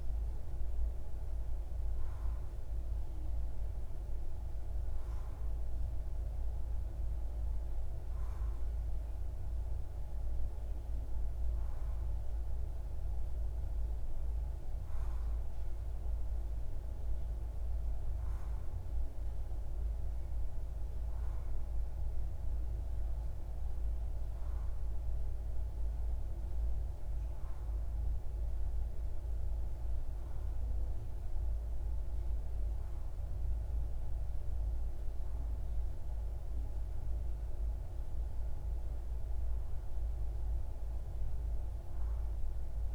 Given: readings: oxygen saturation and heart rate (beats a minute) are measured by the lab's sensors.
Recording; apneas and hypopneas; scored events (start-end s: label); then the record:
breathing in sleep, hard to hear, by a room microphone; none
25.00-42.95 s: new sleep stage, REM sleep
From the record:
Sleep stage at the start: N2 (light sleep); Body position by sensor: on the left side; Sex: male